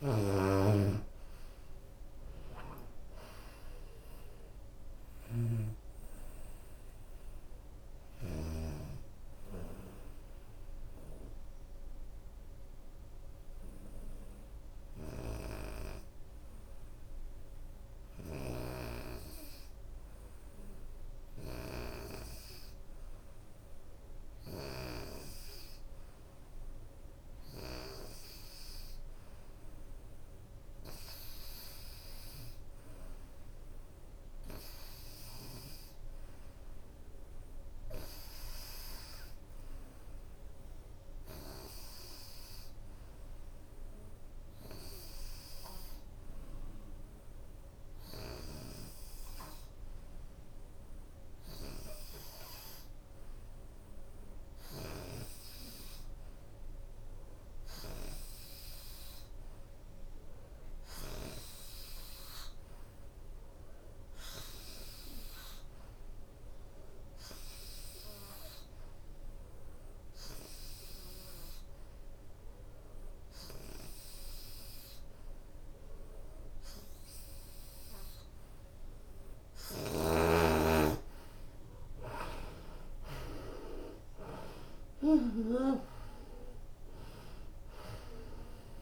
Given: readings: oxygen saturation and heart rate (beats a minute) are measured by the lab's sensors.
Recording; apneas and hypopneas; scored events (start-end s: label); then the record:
breathing in sleep by a room microphone; 1
0.00-2.50 s: arousal
0.00-3.00 s: leg movement (device-marked)
0.00-8.00 s: snoring (device-marked)
0.00-15.50 s: oxygen desaturation (device-marked, oxygen 88% lowest, heart rate 67 extreme)
2.50-4.50 s: long interval between heartbeats (device-marked, heart rate 69 before, 73 extreme)
2.50-12.50 s: drop in pulse transit time (device-marked, heart rate 69 before, 68 extreme)
11.50-79.00 s: obstructive apnea (oxygen 95% before, 82% lowest, heart rate 73 before, 70 extreme, up 15 after)
14.50-16.50 s: leg movement (device-marked)
23.50-33.50 s: oxygen desaturation (device-marked, oxygen 92% before, 87% lowest, heart rate 72 before, 74 extreme)
56.50-58.00 s: leg movement (device-marked)
60.00-61.50 s: leg movement (device-marked)
80.50-85.00 s: arousal
81.00-87.00 s: leg movement (device-marked)
82.50-88.82 s: oxygen desaturation (device-marked, oxygen 85% before, 82% lowest, heart rate 79 before, 77 extreme)
From the record:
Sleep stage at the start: N2 (light sleep); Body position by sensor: on the right side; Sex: female